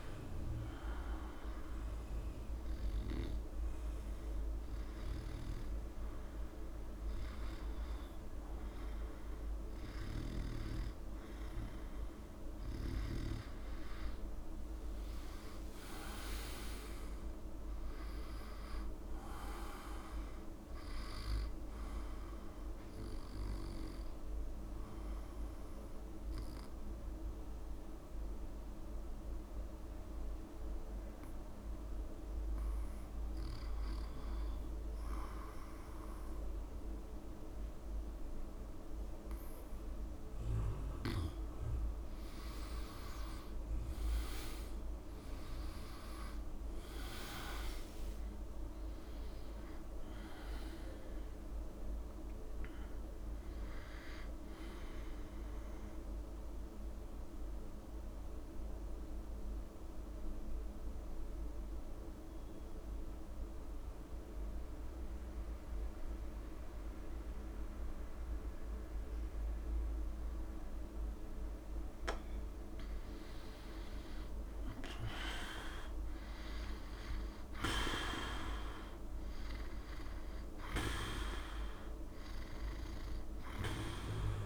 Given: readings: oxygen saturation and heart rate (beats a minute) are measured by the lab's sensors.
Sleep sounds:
breathing in sleep by a room microphone; 3
2.00-13.00 s: hypopnea (oxygen 98% before, 91% lowest, heart rate 78 before, 72 extreme, up 2 after)
4.50-84.46 s: new sleep stage, N2 (light sleep)
11.50-32.50 s: oxygen desaturation (device-marked, oxygen 97% before, 94% lowest, heart rate 76 before, 72 extreme)
15.00-19.00 s: arousal
24.50-39.00 s: hypopnea (oxygen 98% before, 91% lowest, heart rate 74 before, 71 extreme, up 15 after)
41.50-63.50 s: oxygen desaturation (device-marked, oxygen 97% before, 91% lowest, heart rate 74 before, 71 extreme)
42.50-47.00 s: arousal
46.50-48.50 s: long interval between heartbeats (device-marked, heart rate 74 before, 89 extreme)
57.00-72.00 s: obstructive apnea (oxygen 97% before, 90% lowest, heart rate 80 before, 72 extreme, up 10 after)
74.00-77.50 s: arousal
76.00-78.00 s: long interval between heartbeats (device-marked, heart rate 74 before, 79 extreme)
77.50-84.46 s: oxygen desaturation (device-marked, oxygen 97% before, 91% lowest, heart rate 74 before, 72 extreme)
From the record:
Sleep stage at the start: N1 (lightest sleep); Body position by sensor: on the back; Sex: male

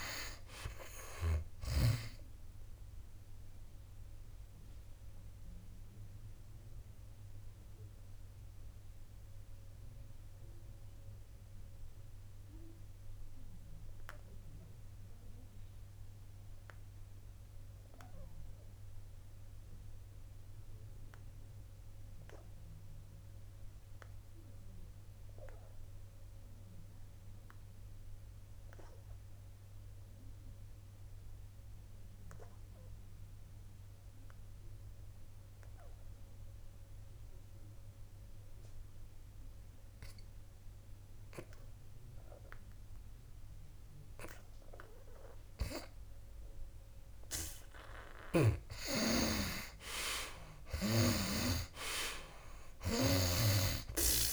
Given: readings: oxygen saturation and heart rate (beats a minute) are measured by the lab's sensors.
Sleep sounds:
breathing in sleep by a room microphone; 1
0.00-10.00 s: oxygen desaturation (device-marked, oxygen 88% lowest, heart rate 62 extreme)
5.00-48.50 s: obstructive apnea (oxygen 96% before, 77% lowest, heart rate 70 before, 62 extreme, up 10 after)
12.00-29.00 s: oxygen desaturation (device-marked, oxygen 90% before, 77% lowest, heart rate 74 before, 62 extreme)
44.00-54.32 s: oxygen desaturation (device-marked, oxygen 98% before, 79% lowest, heart rate 64 before, 58 extreme)
48.50-54.00 s: snoring (device-marked)
50.00-52.50 s: arousal
From the record:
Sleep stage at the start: N2 (light sleep); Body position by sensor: on the back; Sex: male

